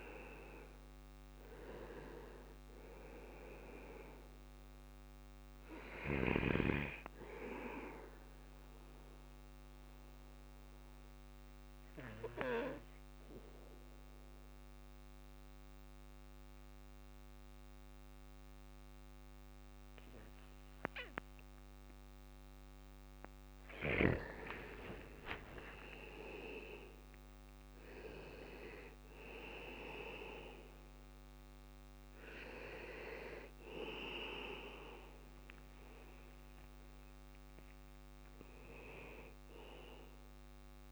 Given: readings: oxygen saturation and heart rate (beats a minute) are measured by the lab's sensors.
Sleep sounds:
breathing in sleep by a microphone on the trachea; 1
0.00-7.00 s: drop in pulse transit time (device-marked, heart rate 60 extreme)
1.00-18.00 s: oxygen desaturation (device-marked, oxygen 99% before, 95% lowest, heart rate 57 before, 56 extreme)
4.00-21.00 s: bradycardia (device-marked, heart rate 62 before, 56 extreme)
8.50-22.00 s: obstructive apnea (oxygen 99% before, 95% lowest, heart rate 60 before, 56 extreme, up 3 after)
23.50-27.00 s: arousal
26.00-33.00 s: bradycardia (device-marked, heart rate 61 before, 57 extreme)
32.00-40.92 s: oxygen desaturation (device-marked, oxygen 99% before, 95% lowest, heart rate 58 before, 56 extreme)
36.00-38.00 s: long interval between heartbeats (device-marked, heart rate 58 before, 65 extreme)
From the record:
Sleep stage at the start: N2 (light sleep); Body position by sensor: on the back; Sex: male

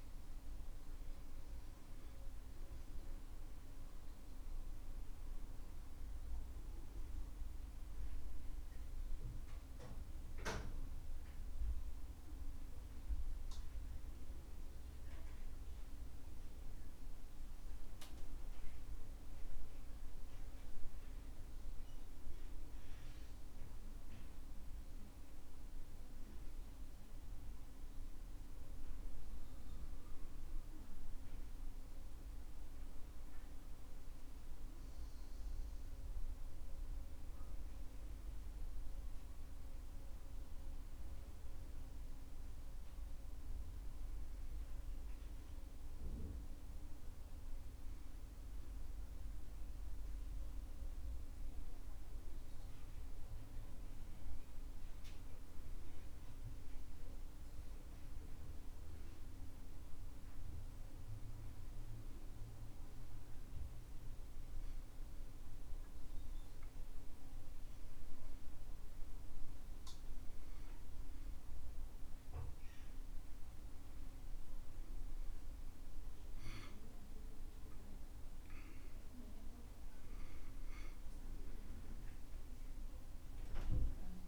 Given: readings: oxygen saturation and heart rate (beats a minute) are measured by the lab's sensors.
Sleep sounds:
breathing in sleep, hard to hear, by a room microphone; 1
1.00-18.00 s: oxygen desaturation (device-marked, oxygen 93% before, 90% lowest, heart rate 71 before, 68 extreme)
54.00-58.50 s: arousal
63.00-73.50 s: hypopnea (oxygen 95% before, 91% lowest, heart rate 70 before, 68 extreme, up 9 after)
76.00-81.50 s: arousal
From the record:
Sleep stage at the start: N2 (light sleep); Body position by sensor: on the back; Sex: male

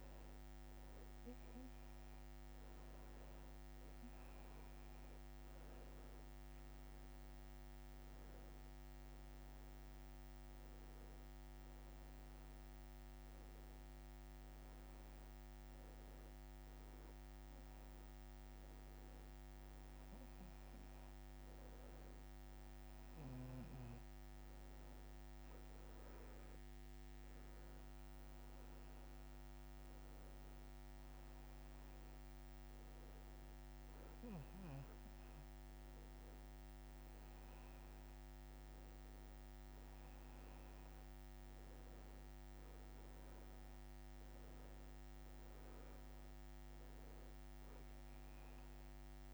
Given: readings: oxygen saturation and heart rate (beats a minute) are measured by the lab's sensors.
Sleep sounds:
breathing in sleep, hard to hear, by a microphone on the trachea; none
none scored
From the record:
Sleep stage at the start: N1 (lightest sleep); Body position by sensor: on the back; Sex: male

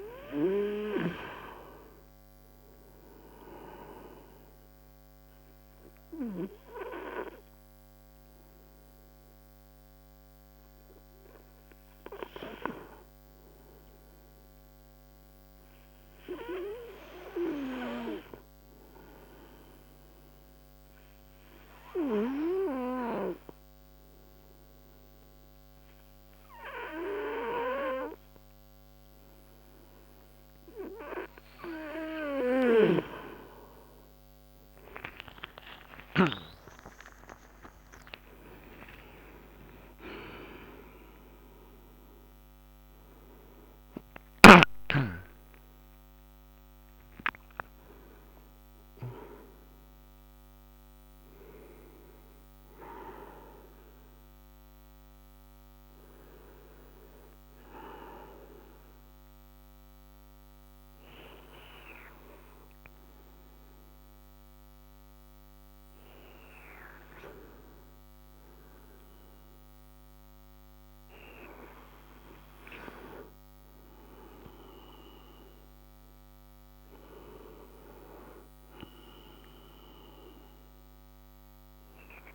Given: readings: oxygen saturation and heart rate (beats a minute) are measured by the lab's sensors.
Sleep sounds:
breathing in sleep by a microphone on the trachea; 3
3.50-13.50 s: obstructive apnea (oxygen 98% before, 85% lowest)
6.50-20.50 s: oxygen desaturation (device-marked, oxygen 97% before, 91% lowest)
15.50-18.00 s: arousal
22.00-32.00 s: obstructive apnea (oxygen 97% before, 85% lowest)
32.50-61.50 s: tachycardia (device-marked)
35.50-40.00 s: arousal
43.50-58.50 s: oxygen desaturation (device-marked, oxygen 94% before, 85% lowest)
58.50-68.50 s: obstructive apnea (oxygen 97% before, 90% lowest)
71.00-75.00 s: arousal
From the record:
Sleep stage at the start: N2 (light sleep); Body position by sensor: on the right side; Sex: male

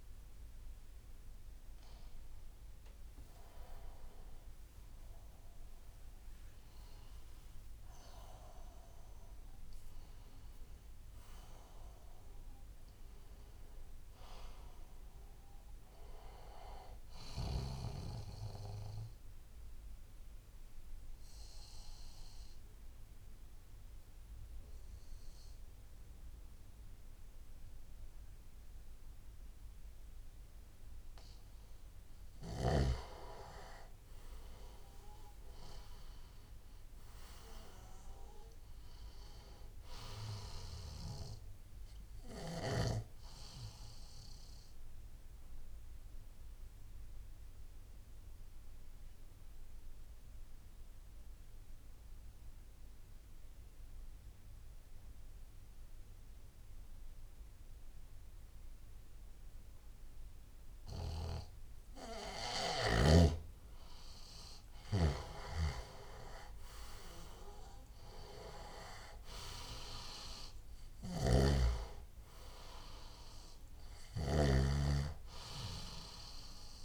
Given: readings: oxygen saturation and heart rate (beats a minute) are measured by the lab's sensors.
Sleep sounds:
breathing in sleep by a room microphone; 2
9.50-14.00 s: arousal
18.00-31.50 s: obstructive apnea (oxygen 96% before, 88% lowest, heart rate 78 before, 50 extreme, up 14 after)
30.00-33.00 s: bradycardia (device-marked, heart rate 80 before, 62 extreme)
33.50-38.00 s: arousal
35.00-53.00 s: oxygen desaturation (device-marked, oxygen 97% before, 91% lowest, heart rate 74 before, 71 extreme)
43.00-60.50 s: obstructive apnea (oxygen 97% before, 88% lowest, heart rate 73 before, 71 extreme, up 4 after)
62.00-76.85 s: oxygen desaturation (device-marked, oxygen 97% before, 88% lowest, heart rate 79 before, 68 extreme)
64.50-68.50 s: arousal
71.00-74.50 s: snoring (device-marked)
From the record:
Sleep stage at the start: N2 (light sleep); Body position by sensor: on the left side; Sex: male

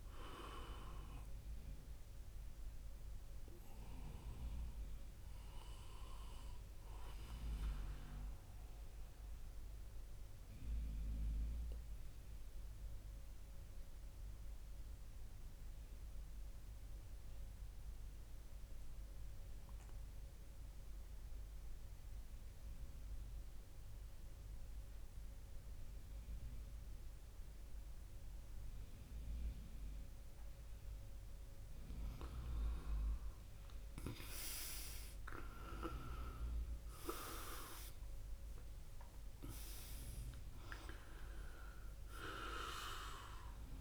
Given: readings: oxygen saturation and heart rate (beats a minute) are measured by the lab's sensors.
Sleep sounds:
breathing in sleep by a room microphone; 1
8.50-31.00 s: mixed apnea (oxygen 100% before, 95% lowest)
33.50-38.00 s: arousal
34.50-43.81 s: oxygen desaturation (device-marked, oxygen 99% before, 95% lowest)
From the record:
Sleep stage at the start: N2 (light sleep); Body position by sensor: on the right side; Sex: male

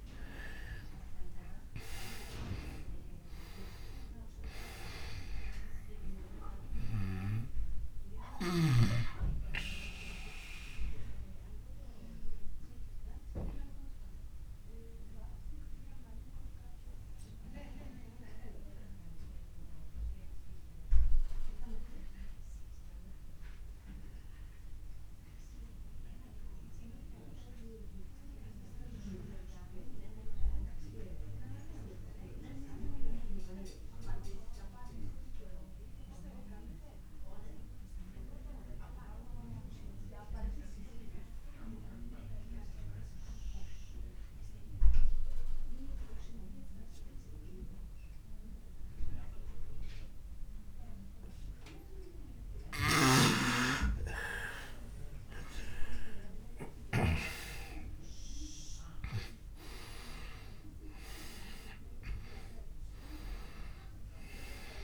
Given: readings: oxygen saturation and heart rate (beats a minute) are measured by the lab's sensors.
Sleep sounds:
breathing in sleep by a room microphone; 1
0.00-1.50 s: arousal
0.00-28.50 s: oxygen desaturation (device-marked, oxygen 83% lowest)
11.00-51.50 s: obstructive apnea (oxygen 99% before, 83% lowest, heart rate 33 before, 35 extreme, up 23 after)
46.50-64.84 s: oxygen desaturation (device-marked, oxygen 99% before, 83% lowest, heart rate 43 before, 26 extreme)
54.50-59.50 s: arousal
From the record:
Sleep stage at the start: N2 (light sleep); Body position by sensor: on the back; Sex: male

